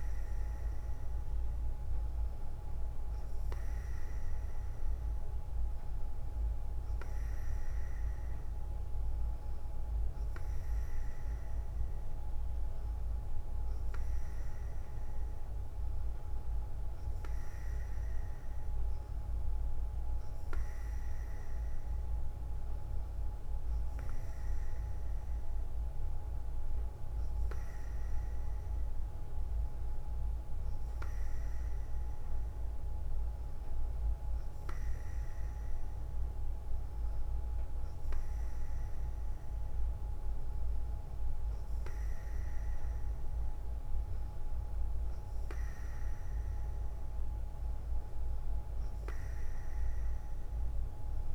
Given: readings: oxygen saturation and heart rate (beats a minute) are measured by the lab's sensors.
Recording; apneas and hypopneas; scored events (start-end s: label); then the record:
breathing in sleep, hard to hear, by a room microphone; none
7.00-37.00 s: new sleep stage, N2 (light sleep)
37.00-51.35 s: new sleep stage, N3 (deep sleep)
From the record:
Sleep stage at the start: N3 (deep sleep); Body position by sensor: on the front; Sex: female